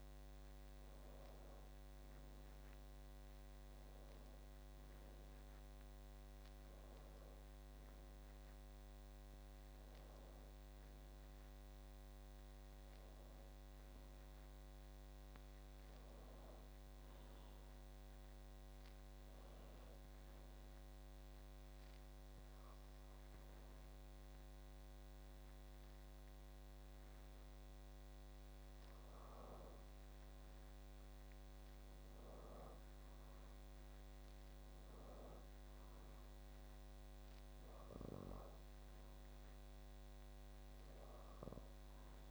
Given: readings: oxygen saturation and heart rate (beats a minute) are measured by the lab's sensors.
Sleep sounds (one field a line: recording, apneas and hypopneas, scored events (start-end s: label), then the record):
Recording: breathing in sleep, hard to hear, by a microphone on the trachea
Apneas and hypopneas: 1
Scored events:
13.00-16.00 s: arousal
19.50-29.50 s: hypopnea (oxygen 96% before, 91% lowest, heart rate 62 before, 54 extreme, up 21 after)
32.00-36.00 s: arousal
33.50-42.31 s: oxygen desaturation (device-marked, oxygen 96% before, 93% lowest, heart rate 62 before, 54 extreme)
From the record:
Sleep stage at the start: N2 (light sleep)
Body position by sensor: on the back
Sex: female